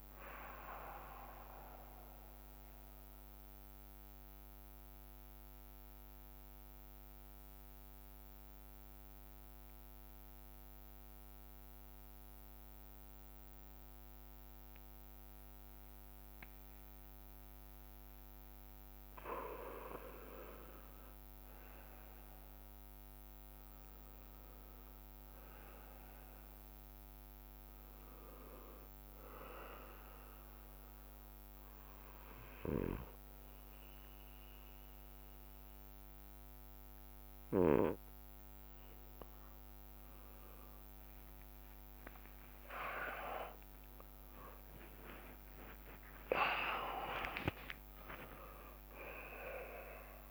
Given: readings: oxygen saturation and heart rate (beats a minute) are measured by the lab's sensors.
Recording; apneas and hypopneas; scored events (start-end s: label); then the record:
a person partly awake in a sleep study, by a microphone on the trachea; 2
0.00-3.00 s: drop in pulse transit time (device-marked, heart rate 48 extreme)
0.00-41.00 s: bradycardia (device-marked)
1.00-50.31 s: new sleep stage, N2 (light sleep)
2.50-18.50 s: mixed apnea (oxygen 94% before, 92% lowest)
6.00-8.00 s: long interval between heartbeats (device-marked, heart rate 58 before, 41 extreme)
10.00-12.00 s: long interval between heartbeats (device-marked, heart rate 54 before, 48 extreme)
16.50-18.50 s: long interval between heartbeats (device-marked, heart rate 46 before, 28 extreme)
21.00-25.00 s: arousal
30.50-40.50 s: obstructive apnea (oxygen 97% before, 93% lowest)
42.50-47.50 s: arousal
45.00-47.00 s: tachycardia (device-marked, heart rate 55 before, 80 extreme)
46.00-48.00 s: long interval between heartbeats (device-marked)
From the record:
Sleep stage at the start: awake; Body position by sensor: on the right side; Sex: male